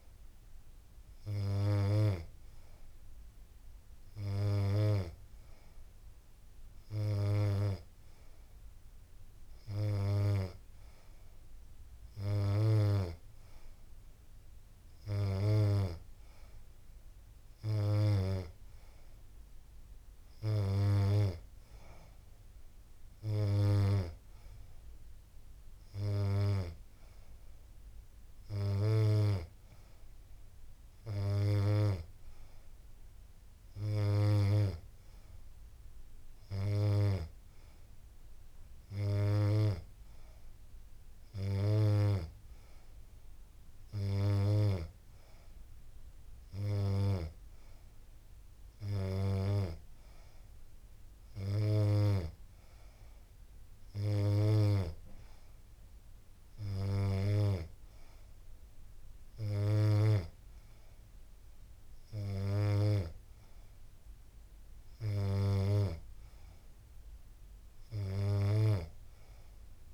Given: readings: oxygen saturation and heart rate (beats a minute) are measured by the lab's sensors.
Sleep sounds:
breathing in sleep by a room microphone; none
none scored
From the record:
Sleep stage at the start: N2 (light sleep); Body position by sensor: on the back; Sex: female

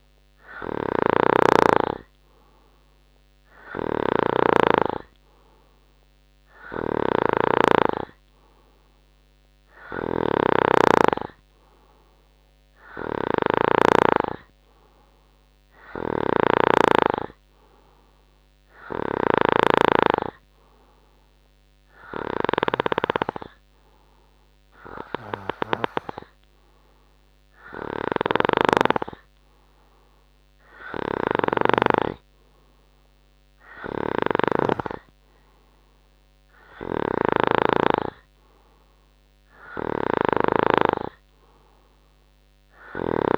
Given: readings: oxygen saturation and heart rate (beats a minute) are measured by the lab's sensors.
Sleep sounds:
breathing in sleep by a microphone on the trachea; none
0.00-14.00 s: snoring (device-marked)
16.00-32.00 s: snoring (device-marked)
34.00-41.00 s: snoring (device-marked)
From the record:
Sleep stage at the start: N2 (light sleep); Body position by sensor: on the right side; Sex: male

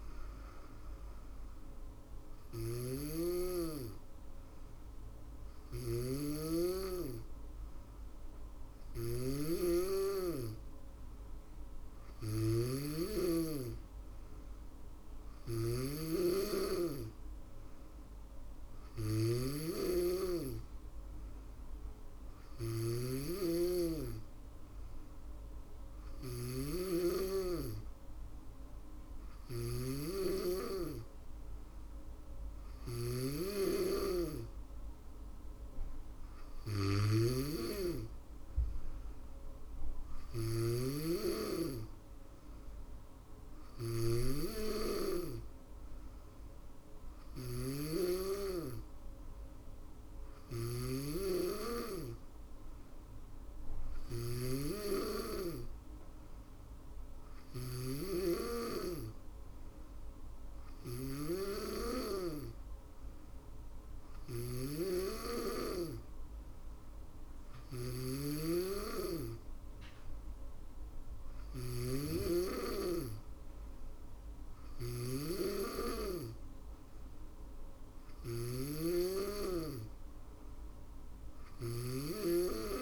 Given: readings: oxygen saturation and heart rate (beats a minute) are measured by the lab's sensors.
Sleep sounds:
breathing in sleep by a room microphone; none
0.00-9.50 s: drop in pulse transit time (device-marked, heart rate 58 extreme)
0.00-82.82 s: snoring (device-marked)
From the record:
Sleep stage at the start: N2 (light sleep); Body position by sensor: on the back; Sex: female

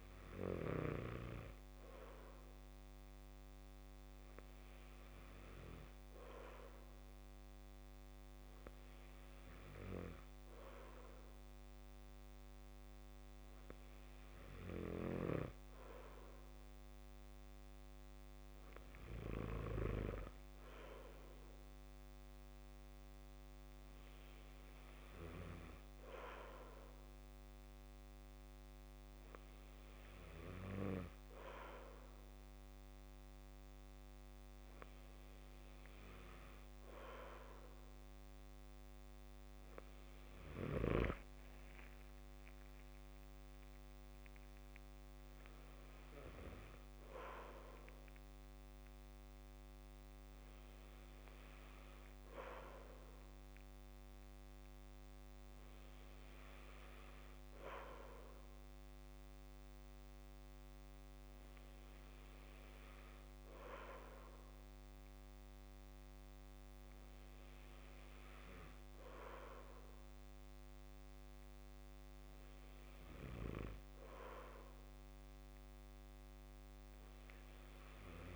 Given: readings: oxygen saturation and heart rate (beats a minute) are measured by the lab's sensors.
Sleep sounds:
breathing in sleep by a microphone on the trachea; none
none scored
From the record:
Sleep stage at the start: N2 (light sleep); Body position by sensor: on the back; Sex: male

